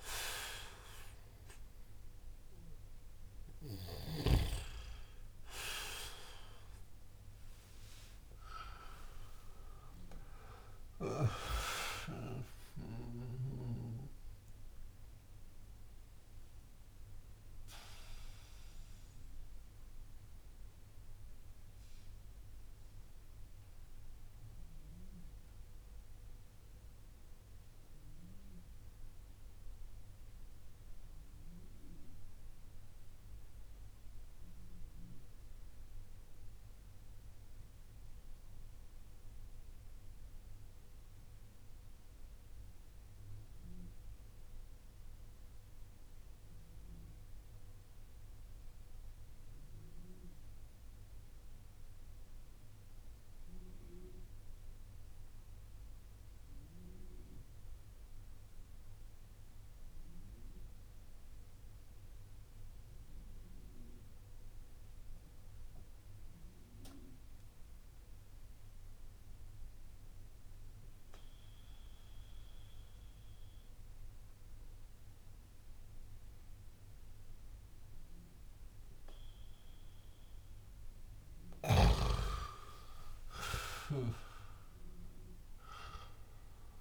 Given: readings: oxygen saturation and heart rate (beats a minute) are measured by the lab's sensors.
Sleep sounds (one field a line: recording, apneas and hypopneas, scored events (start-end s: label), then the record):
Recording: breathing in sleep by a room microphone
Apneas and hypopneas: 1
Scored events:
0.00-36.00 s: oxygen desaturation (device-marked, oxygen 87% lowest)
6.50-11.50 s: arousal
14.50-80.50 s: mixed apnea (oxygen 97% before, 87% lowest)
53.00-86.81 s: oxygen desaturation (device-marked, oxygen 99% before, 88% lowest)
81.50-86.81 s: arousal
From the record:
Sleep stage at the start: N2 (light sleep)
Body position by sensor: on the back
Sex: male